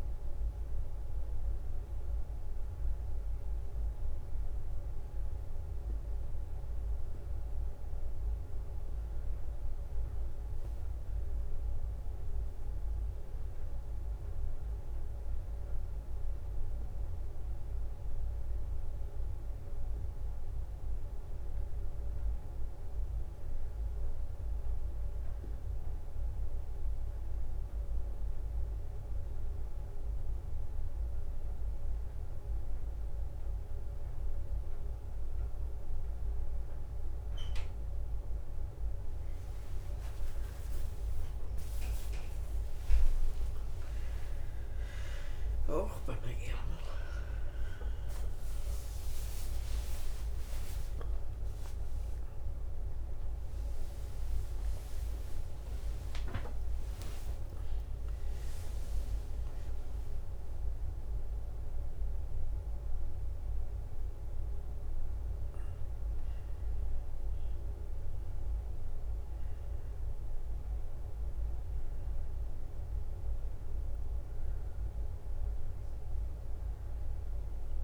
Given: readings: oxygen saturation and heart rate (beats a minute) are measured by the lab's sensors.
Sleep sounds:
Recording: a person awake in a sleep study, hard to hear, by a room microphone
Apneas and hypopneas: none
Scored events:
0.00-2.00 s: leg movement (device-marked)
0.00-6.00 s: drop in pulse transit time (device-marked, heart rate 65 extreme)
4.00-8.00 s: leg movement (device-marked)
10.50-14.50 s: leg movement (device-marked)
17.50-21.50 s: leg movement (device-marked)
24.00-28.50 s: leg movement (device-marked)
30.50-36.00 s: leg movement (device-marked)
39.50-48.00 s: leg movement (device-marked)
48.00-68.00 s: drop in pulse transit time (device-marked, heart rate 67 before, 66 extreme)
53.00-63.00 s: leg movement (device-marked)
64.00-69.50 s: leg movement (device-marked)
72.50-77.84 s: leg movement (device-marked)
From the record:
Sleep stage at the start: awake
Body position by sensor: on the back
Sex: female

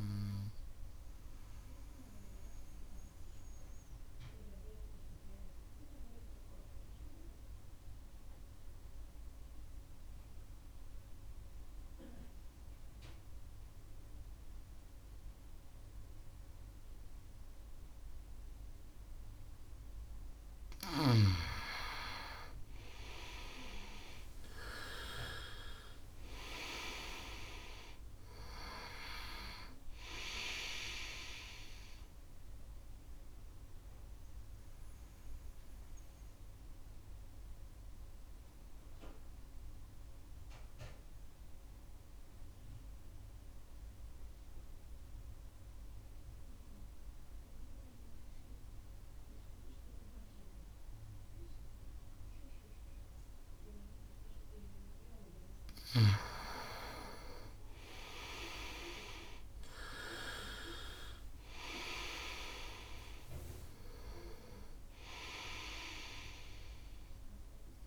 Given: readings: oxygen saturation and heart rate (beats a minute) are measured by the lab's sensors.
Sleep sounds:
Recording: breathing in sleep by a room microphone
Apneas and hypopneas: 2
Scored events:
0.00-15.50 s: oxygen desaturation (device-marked, oxygen 88% lowest, heart rate 61 extreme)
2.00-20.50 s: obstructive apnea (oxygen 97% before, 87% lowest, heart rate 70 before, 62 extreme, up 0 after)
22.00-26.50 s: arousal
24.50-47.50 s: oxygen desaturation (device-marked, oxygen 99% before, 87% lowest, heart rate 68 before, 62 extreme)
34.50-54.50 s: obstructive apnea (oxygen 99% before, 87% lowest, heart rate 69 before, 63 extreme, up 1 after)
56.00-60.50 s: arousal
58.50-67.87 s: oxygen desaturation (device-marked, oxygen 98% before, 88% lowest, heart rate 67 before, 59 extreme)
From the record:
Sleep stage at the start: N2 (light sleep)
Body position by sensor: on the right side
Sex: male

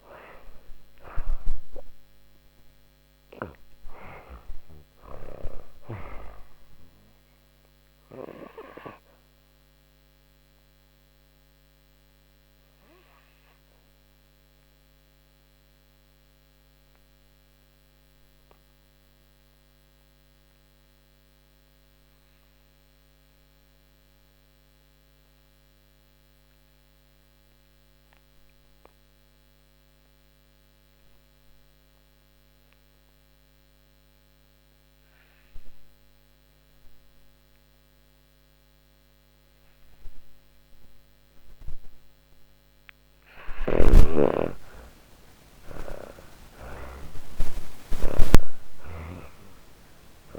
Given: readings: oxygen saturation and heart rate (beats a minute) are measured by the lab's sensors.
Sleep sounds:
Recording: breathing in sleep by a microphone on the trachea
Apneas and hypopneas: 1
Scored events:
0.00-1.50 s: arousal
0.00-24.00 s: oxygen desaturation (device-marked, oxygen 78% lowest)
6.50-40.50 s: obstructive apnea (oxygen 98% before, 78% lowest)
36.00-50.39 s: oxygen desaturation (device-marked, oxygen 99% before, 81% lowest, heart rate 45 before, 40 extreme)
42.00-45.50 s: snoring (device-marked)
42.50-46.50 s: arousal
From the record:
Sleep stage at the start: N2 (light sleep)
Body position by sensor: on the back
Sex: female

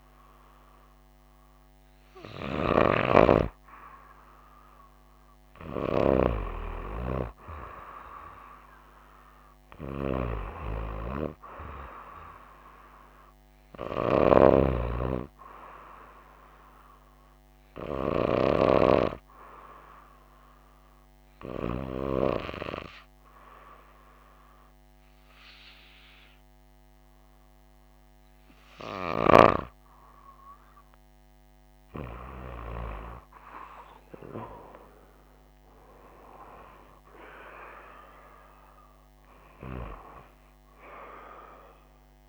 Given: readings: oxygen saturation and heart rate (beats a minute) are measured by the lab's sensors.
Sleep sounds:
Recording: breathing in sleep by a microphone on the trachea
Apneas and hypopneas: 1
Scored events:
19.00-30.00 s: hypopnea (oxygen 95% before, 94% lowest, heart rate 62 before, 58 extreme, up 4 after)
From the record:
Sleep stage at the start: N2 (light sleep)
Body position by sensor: on the right side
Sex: female

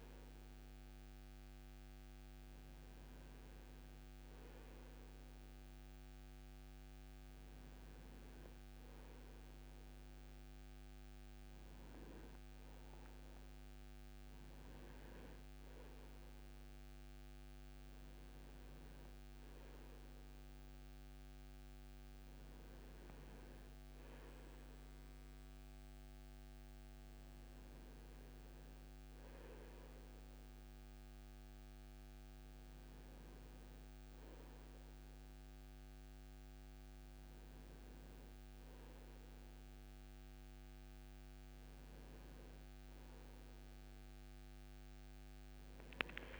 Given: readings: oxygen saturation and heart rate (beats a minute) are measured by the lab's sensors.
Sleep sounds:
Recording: breathing in sleep, hard to hear, by a microphone on the trachea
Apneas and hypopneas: none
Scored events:
none scored
From the record:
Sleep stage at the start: N1 (lightest sleep)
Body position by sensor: on the front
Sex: male

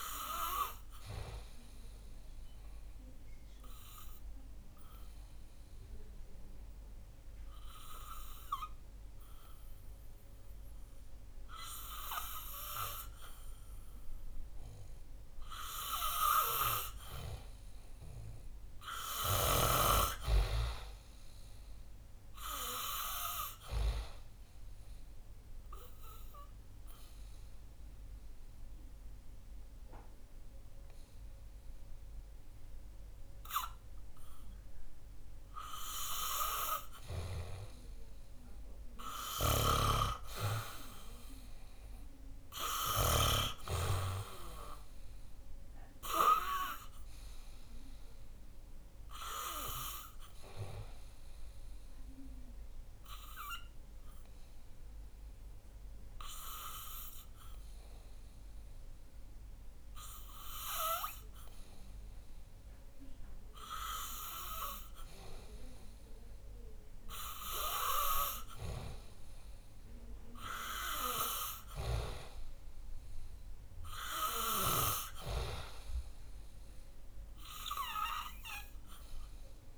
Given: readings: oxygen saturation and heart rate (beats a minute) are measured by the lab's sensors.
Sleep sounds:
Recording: breathing in sleep by a room microphone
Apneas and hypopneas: 3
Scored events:
1.50-18.00 s: hypopnea (oxygen 97% before, 90% lowest, heart rate 70 before, 63 extreme, up 8 after)
20.00-22.50 s: arousal
26.00-38.00 s: hypopnea (oxygen 96% before, 90% lowest, heart rate 68 before, 66 extreme, up 2 after)
27.50-41.50 s: oxygen desaturation (device-marked, oxygen 96% before, 90% lowest, heart rate 68 before, 66 extreme)
39.50-43.50 s: snoring (device-marked)
40.50-45.00 s: arousal
50.00-65.00 s: hypopnea (oxygen 95% before, 89% lowest, heart rate 70 before, 65 extreme, up 2 after)
52.50-64.50 s: oxygen desaturation (device-marked, oxygen 95% before, 90% lowest, heart rate 70 before, 65 extreme)
69.00-74.00 s: arousal
From the record:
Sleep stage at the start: N2 (light sleep)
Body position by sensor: on the back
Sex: male

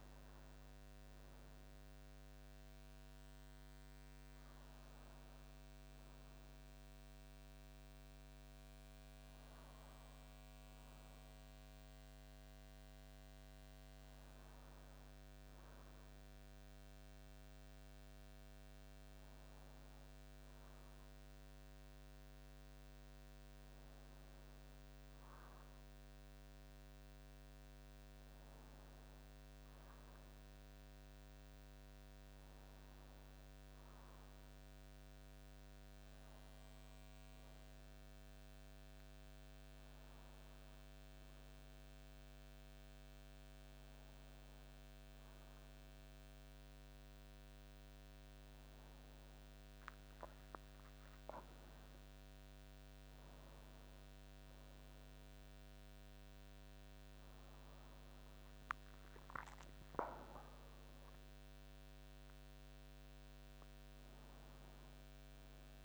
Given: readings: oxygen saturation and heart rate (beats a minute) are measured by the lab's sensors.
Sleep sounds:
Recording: breathing in sleep, hard to hear, by a microphone on the trachea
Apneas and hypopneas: none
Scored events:
none scored
From the record:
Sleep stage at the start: N2 (light sleep)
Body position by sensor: on the back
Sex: male

